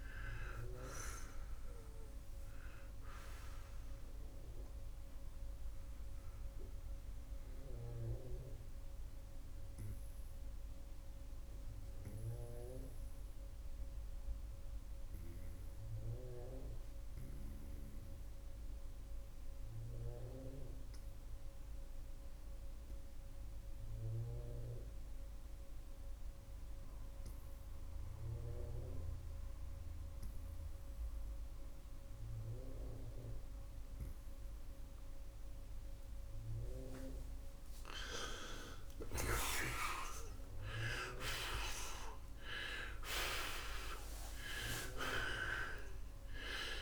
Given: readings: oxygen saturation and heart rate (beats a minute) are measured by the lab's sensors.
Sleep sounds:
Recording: breathing in sleep by a room microphone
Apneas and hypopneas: 1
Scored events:
9.50-37.00 s: mixed apnea (oxygen 94% before, 82% lowest, heart rate 100 before, 65 extreme, up 39 after)
14.50-36.50 s: oxygen desaturation (device-marked, oxygen 93% before, 82% lowest, heart rate 88 before, 69 extreme)
38.00-41.50 s: arousal
From the record:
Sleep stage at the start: N2 (light sleep)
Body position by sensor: on the right side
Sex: male

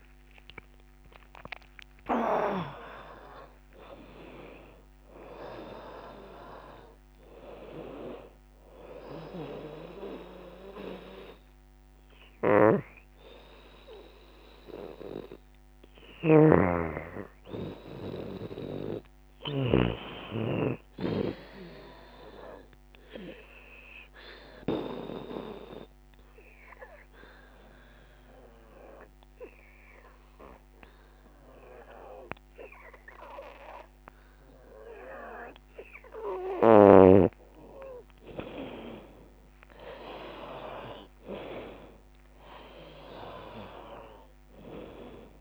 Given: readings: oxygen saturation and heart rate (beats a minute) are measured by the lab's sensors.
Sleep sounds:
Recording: breathing in sleep by a microphone on the trachea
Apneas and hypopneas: 1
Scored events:
0.00-8.00 s: drop in pulse transit time (device-marked, heart rate 93 extreme)
0.00-14.00 s: oxygen desaturation (device-marked, oxygen 85% lowest, heart rate 66 extreme)
16.50-20.50 s: arousal
23.00-36.00 s: obstructive apnea (oxygen 95% before, 86% lowest, heart rate 86 before, 66 extreme, up 23 after)
28.00-32.00 s: oxygen desaturation (device-marked, oxygen 95% before, 92% lowest, heart rate 79 before, 66 extreme)
37.50-40.50 s: arousal
38.00-45.41 s: drop in pulse transit time (device-marked, heart rate 72 before, 69 extreme)
41.00-45.41 s: oxygen desaturation (device-marked, oxygen 93% before, 86% lowest, heart rate 73 before, 71 extreme)
From the record:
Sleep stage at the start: N2 (light sleep)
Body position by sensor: on the back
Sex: female

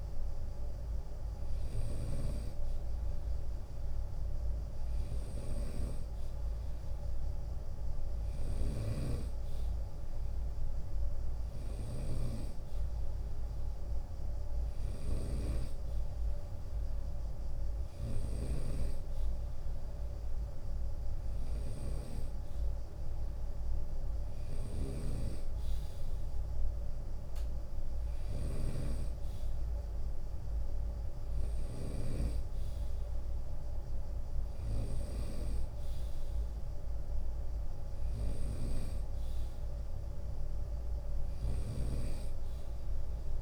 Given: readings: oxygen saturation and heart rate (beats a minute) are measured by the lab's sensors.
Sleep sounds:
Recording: breathing in sleep by a room microphone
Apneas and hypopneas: none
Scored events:
7.50-43.42 s: snoring (device-marked)
24.00-35.00 s: drop in pulse transit time (device-marked, heart rate 77 before, 70 extreme)
From the record:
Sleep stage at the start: N2 (light sleep)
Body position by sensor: on the right side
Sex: male

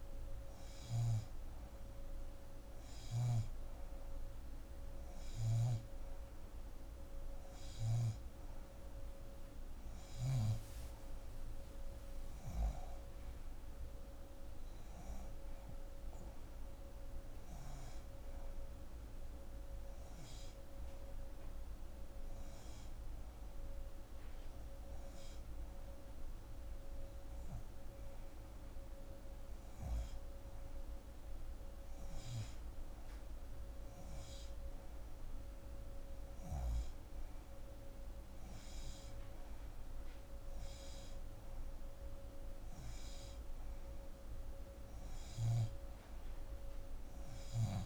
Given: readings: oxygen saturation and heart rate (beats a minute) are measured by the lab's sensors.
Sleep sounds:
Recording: breathing in sleep, hard to hear, by a room microphone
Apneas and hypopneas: none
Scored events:
none scored
From the record:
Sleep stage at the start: N2 (light sleep)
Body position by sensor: on the left side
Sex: female

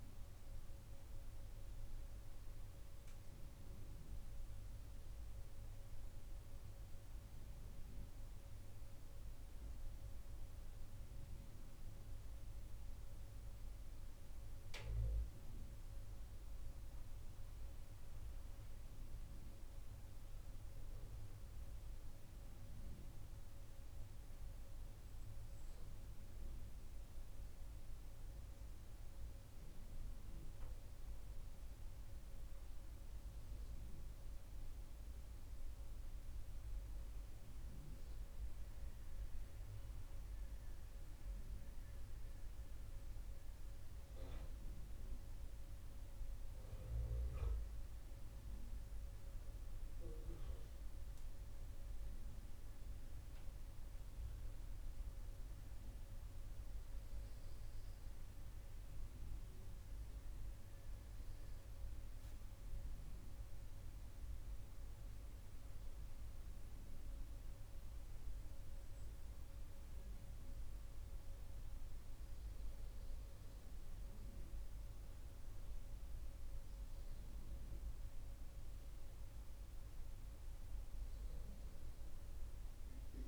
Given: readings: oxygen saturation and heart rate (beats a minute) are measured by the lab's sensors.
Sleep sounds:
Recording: breathing in sleep, hard to hear, by a room microphone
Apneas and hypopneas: none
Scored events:
none scored
From the record:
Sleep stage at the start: N2 (light sleep)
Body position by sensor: on the right side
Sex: male

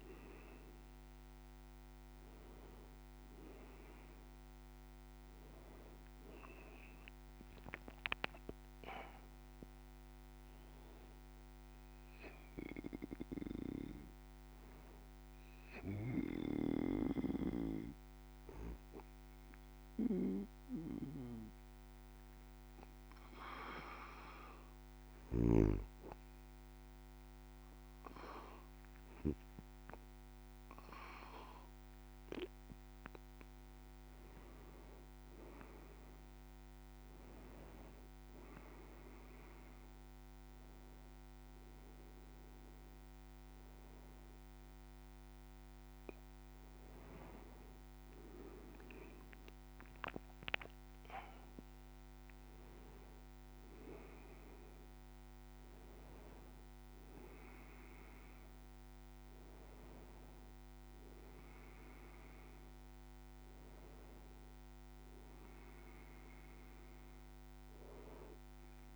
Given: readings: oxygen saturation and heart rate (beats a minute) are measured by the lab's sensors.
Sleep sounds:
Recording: breathing in sleep by a microphone on the trachea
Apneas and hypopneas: 1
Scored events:
0.00-3.00 s: arousal
16.00-32.00 s: hypopnea (oxygen 99% before, 95% lowest)
34.50-37.50 s: arousal
From the record:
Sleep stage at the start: N2 (light sleep)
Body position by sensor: on the back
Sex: male

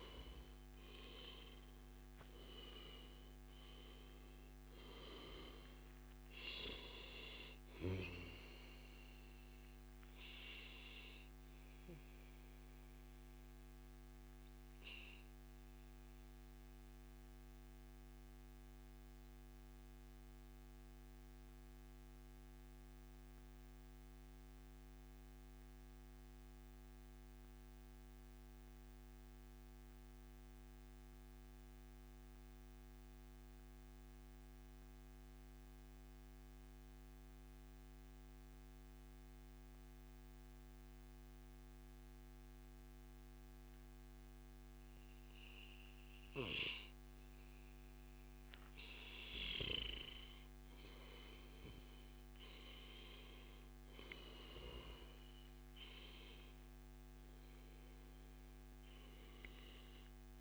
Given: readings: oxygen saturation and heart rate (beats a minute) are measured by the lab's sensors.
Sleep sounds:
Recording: breathing in sleep by a microphone on the trachea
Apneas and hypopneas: 1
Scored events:
0.00-12.00 s: oxygen desaturation (device-marked, oxygen 92% lowest, heart rate 88 extreme)
14.00-47.50 s: mixed apnea (oxygen 97% before, 92% lowest, heart rate 109 before, 92 extreme, up 17 after)
21.50-23.50 s: long interval between heartbeats (device-marked, heart rate 105 before, 98 extreme)
58.50-60.41 s: arousal
From the record:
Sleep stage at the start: N2 (light sleep)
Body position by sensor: on the back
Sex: male

